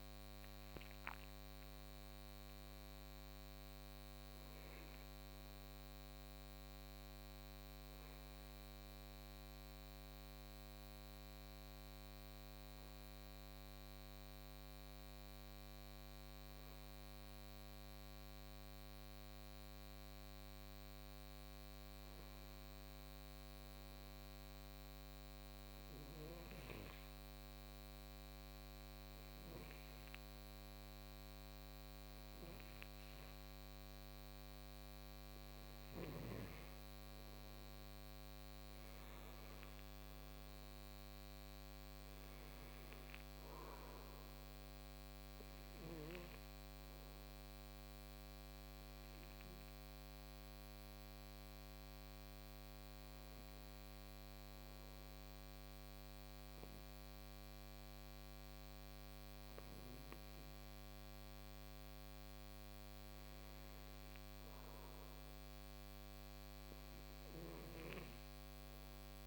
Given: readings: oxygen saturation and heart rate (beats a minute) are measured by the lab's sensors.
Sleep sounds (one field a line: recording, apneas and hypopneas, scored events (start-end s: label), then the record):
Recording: breathing in sleep, hard to hear, by a microphone on the trachea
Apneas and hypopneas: 2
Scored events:
0.50-21.50 s: oxygen desaturation (device-marked, oxygen 94% before, 90% lowest, heart rate 59 before, 50 extreme)
10.50-32.50 s: hypopnea (oxygen 94% before, 90% lowest, heart rate 62 before, 53 extreme, up 12 after)
30.50-57.50 s: oxygen desaturation (device-marked, oxygen 97% before, 91% lowest, heart rate 56 before, 53 extreme)
34.50-39.50 s: arousal
38.00-42.00 s: snoring (device-marked)
46.00-59.50 s: hypopnea (oxygen 97% before, 91% lowest, heart rate 62 before, 53 extreme, up 6 after)
61.00-64.50 s: arousal
From the record:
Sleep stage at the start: N2 (light sleep)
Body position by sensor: on the right side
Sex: male